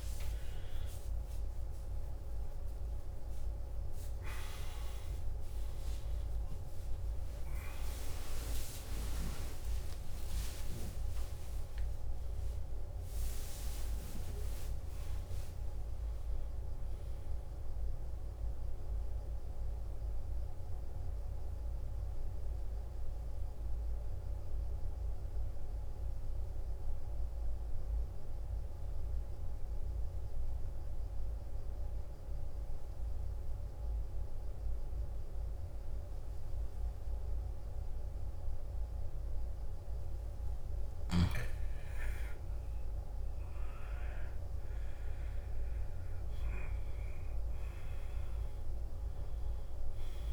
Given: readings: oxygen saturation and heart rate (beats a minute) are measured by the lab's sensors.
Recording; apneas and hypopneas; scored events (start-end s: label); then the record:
breathing in sleep by a room microphone; 1
0.00-27.00 s: oxygen desaturation (device-marked, oxygen 88% lowest, heart rate 55 extreme)
21.00-41.00 s: mixed apnea (oxygen 95% before, 88% lowest, heart rate 79 before, 55 extreme, up 13 after)
27.00-50.33 s: new sleep stage, N2 (light sleep)
42.50-48.00 s: arousal
43.00-50.33 s: oxygen desaturation (device-marked, oxygen 99% before, 90% lowest, heart rate 58 before, 55 extreme)
From the record:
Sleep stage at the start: N1 (lightest sleep); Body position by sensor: on the left side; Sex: male